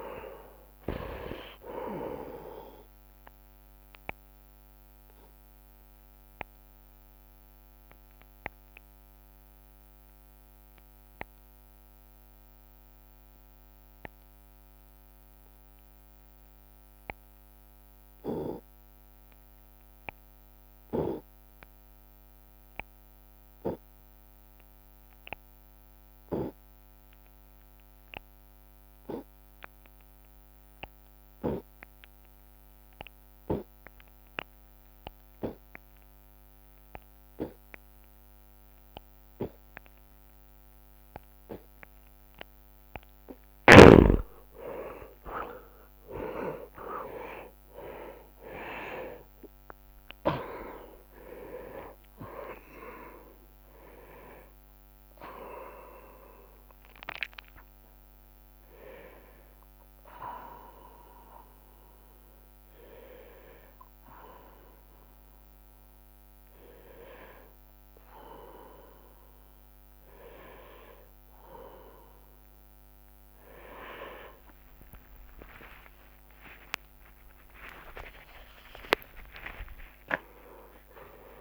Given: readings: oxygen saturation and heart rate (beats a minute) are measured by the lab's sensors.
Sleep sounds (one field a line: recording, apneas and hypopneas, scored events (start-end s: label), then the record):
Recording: breathing in sleep by a microphone on the trachea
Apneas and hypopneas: 2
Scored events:
4.00-43.00 s: obstructive apnea (oxygen 98% before, 77% lowest)
8.00-29.00 s: oxygen desaturation (device-marked, oxygen 97% before, 80% lowest)
37.00-67.00 s: new sleep stage, N1 (lightest sleep)
45.00-50.00 s: arousal
52.00-67.00 s: obstructive apnea (oxygen 99% before, 77% lowest)
67.00-81.41 s: new sleep stage, awake
67.00-81.41 s: oxygen desaturation (device-marked, oxygen 97% before, 77% lowest)
71.00-81.41 s: tachycardia (device-marked)
74.00-76.00 s: long interval between heartbeats (device-marked)
77.00-79.00 s: long interval between heartbeats (device-marked)
78.00-81.41 s: drop in pulse transit time (device-marked)
79.50-81.41 s: long interval between heartbeats (device-marked, heart rate 36 before, 169 extreme)
From the record:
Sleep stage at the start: N2 (light sleep)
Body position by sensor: on the right side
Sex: male